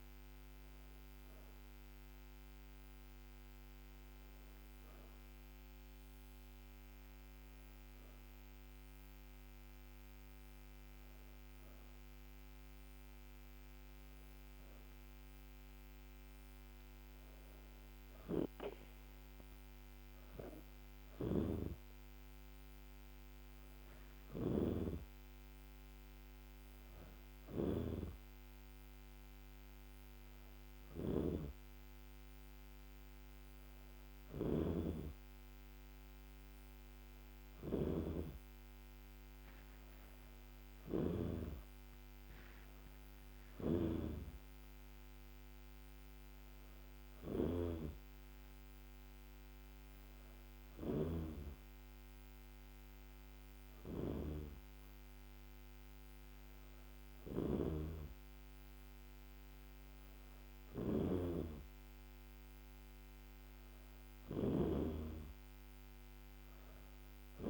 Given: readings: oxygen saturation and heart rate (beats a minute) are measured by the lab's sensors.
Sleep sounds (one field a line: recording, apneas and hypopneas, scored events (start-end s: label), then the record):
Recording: breathing in sleep by a microphone on the trachea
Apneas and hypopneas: none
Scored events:
34.00-47.50 s: snoring (device-marked)
57.00-67.50 s: snoring (device-marked)
From the record:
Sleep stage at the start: N2 (light sleep)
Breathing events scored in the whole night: 206 in 7.8 hours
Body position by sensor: on the back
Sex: female